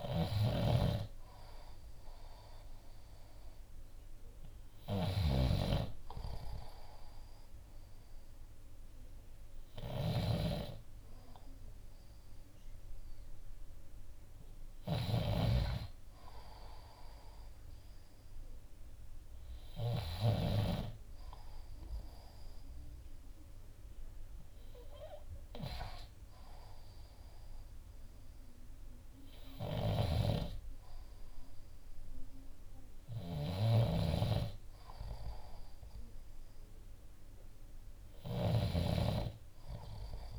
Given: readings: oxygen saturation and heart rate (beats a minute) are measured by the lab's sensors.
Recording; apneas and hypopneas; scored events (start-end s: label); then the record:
breathing in sleep by a room microphone; none
0.00-20.00 s: snoring (device-marked)
1.50-12.50 s: oxygen desaturation (device-marked, oxygen 95% before, 91% lowest, heart rate 61 before, 58 extreme)
29.50-40.39 s: snoring (device-marked)
From the record:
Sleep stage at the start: N2 (light sleep); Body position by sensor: on the left side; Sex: male